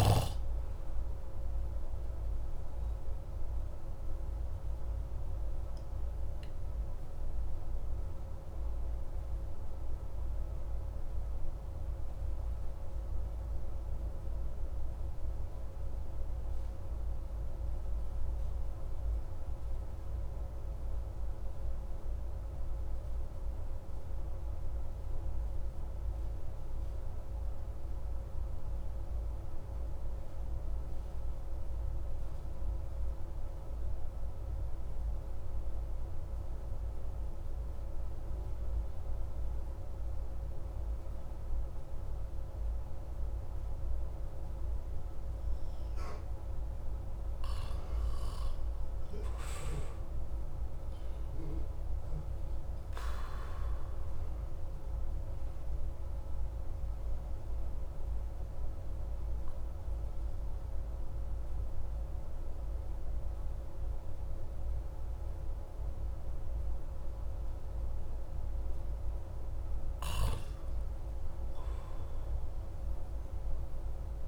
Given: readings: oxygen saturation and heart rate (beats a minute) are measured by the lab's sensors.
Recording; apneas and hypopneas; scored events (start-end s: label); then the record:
breathing in sleep, hard to hear, by a room microphone; 2
2.00-46.00 s: obstructive apnea (oxygen 96% before, 92% lowest)
39.00-65.00 s: oxygen desaturation (device-marked, oxygen 98% before, 93% lowest)
47.00-51.00 s: arousal
54.00-68.00 s: obstructive apnea (oxygen 99% before, 92% lowest)
69.50-73.00 s: arousal
From the record:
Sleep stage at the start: N2 (light sleep); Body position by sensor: on the back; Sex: male